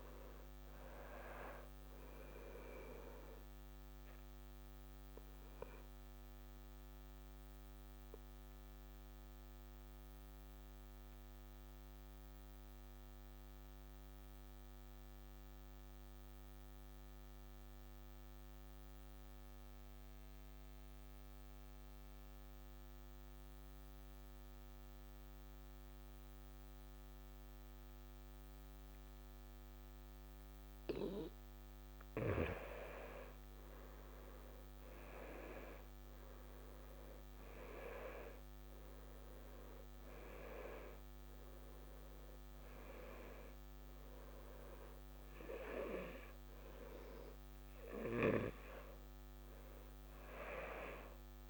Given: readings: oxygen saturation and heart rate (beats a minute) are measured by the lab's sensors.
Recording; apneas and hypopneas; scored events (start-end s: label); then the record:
breathing in sleep by a microphone on the trachea; 1
0.00-11.50 s: oxygen desaturation (device-marked, oxygen 87% lowest, heart rate 63 extreme)
3.50-31.00 s: obstructive apnea (oxygen 98% before, 83% lowest, heart rate 70 before, 63 extreme, up 10 after)
25.50-51.50 s: oxygen desaturation (device-marked, oxygen 97% before, 83% lowest, heart rate 67 before, 63 extreme)
33.00-36.50 s: arousal
From the record:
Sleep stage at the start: N2 (light sleep); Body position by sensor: on the back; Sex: male